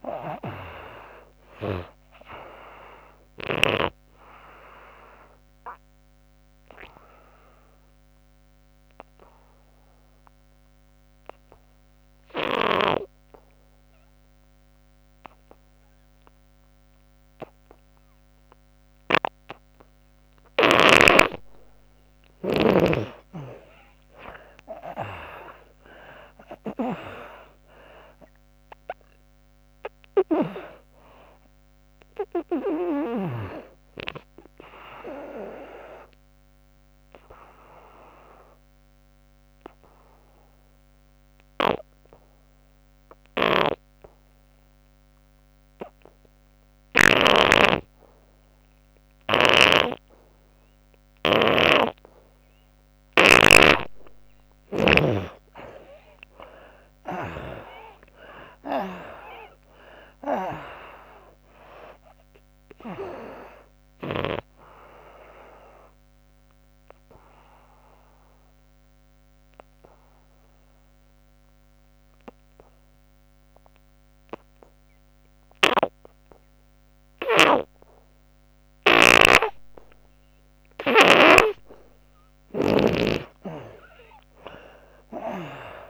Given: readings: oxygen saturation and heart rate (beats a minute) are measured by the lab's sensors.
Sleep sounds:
breathing in sleep by a microphone on the trachea; 3
2.50-13.50 s: oxygen desaturation (device-marked, oxygen 95% before, 75% lowest, heart rate 79 before, 62 extreme)
3.50-20.50 s: obstructive apnea (oxygen 97% before, 75% lowest, heart rate 81 before, 62 extreme, up 52 after)
22.50-26.00 s: arousal
24.50-41.50 s: oxygen desaturation (device-marked, oxygen 97% before, 78% lowest, heart rate 75 before, 65 extreme)
36.50-53.00 s: obstructive apnea (oxygen 97% before, 79% lowest, heart rate 91 before, 65 extreme, up 45 after)
49.00-57.00 s: snoring (device-marked)
56.50-60.50 s: arousal
58.50-75.50 s: oxygen desaturation (device-marked, oxygen 96% before, 79% lowest, heart rate 74 before, 65 extreme)
64.50-80.50 s: obstructive apnea (oxygen 97% before, 78% lowest, heart rate 81 before, 65 extreme, up 44 after)
78.50-85.90 s: snoring (device-marked)
84.50-85.90 s: arousal
From the record:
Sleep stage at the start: N2 (light sleep); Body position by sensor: on the back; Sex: female

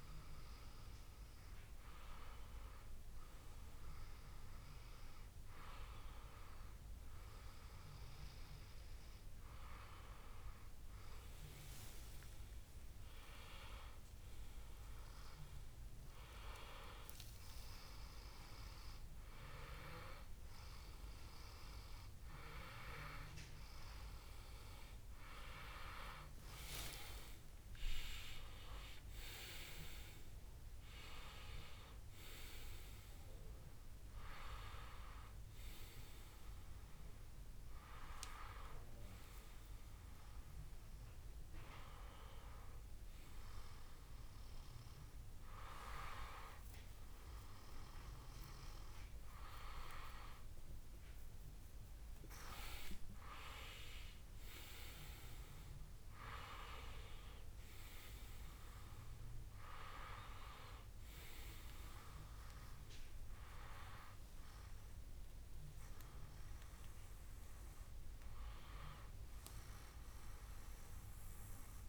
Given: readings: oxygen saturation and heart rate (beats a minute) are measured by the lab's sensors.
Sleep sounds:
a person awake in a sleep study, by a room microphone; none
none scored
From the record:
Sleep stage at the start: awake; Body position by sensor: on the back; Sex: male

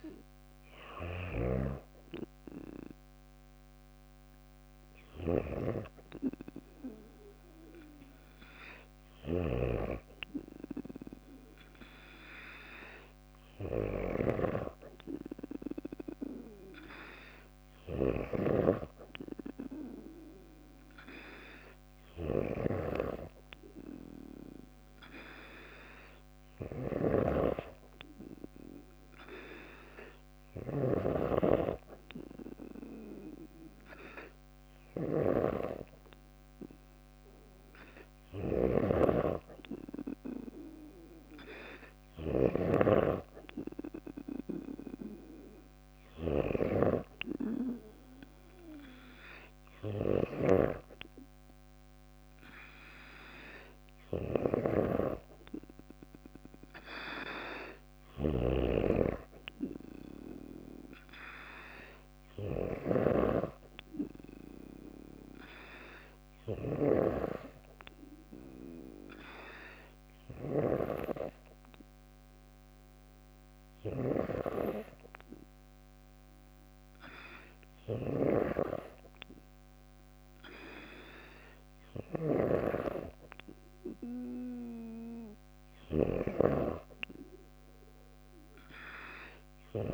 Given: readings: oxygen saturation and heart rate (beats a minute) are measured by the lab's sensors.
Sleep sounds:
breathing in sleep by a microphone on the trachea; none
8.50-30.00 s: snoring (device-marked)
37.50-89.94 s: snoring (device-marked)
From the record:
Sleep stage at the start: N2 (light sleep); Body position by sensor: on the back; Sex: female

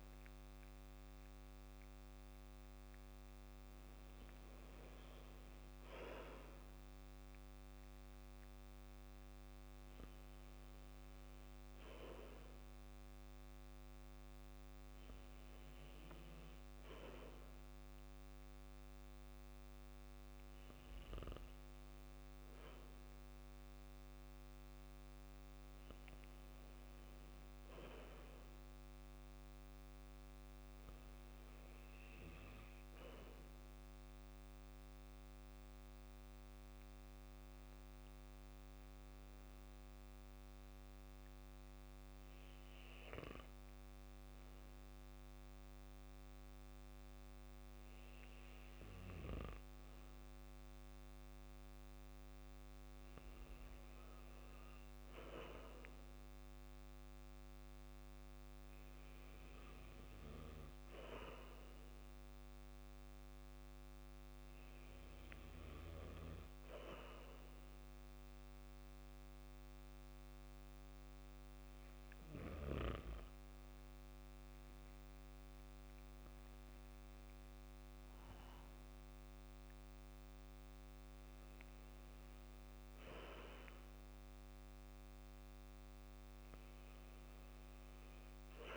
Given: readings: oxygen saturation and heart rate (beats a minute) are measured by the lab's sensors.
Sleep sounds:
breathing in sleep by a microphone on the trachea; none
none scored
From the record:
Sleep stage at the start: N2 (light sleep); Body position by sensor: on the back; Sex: male

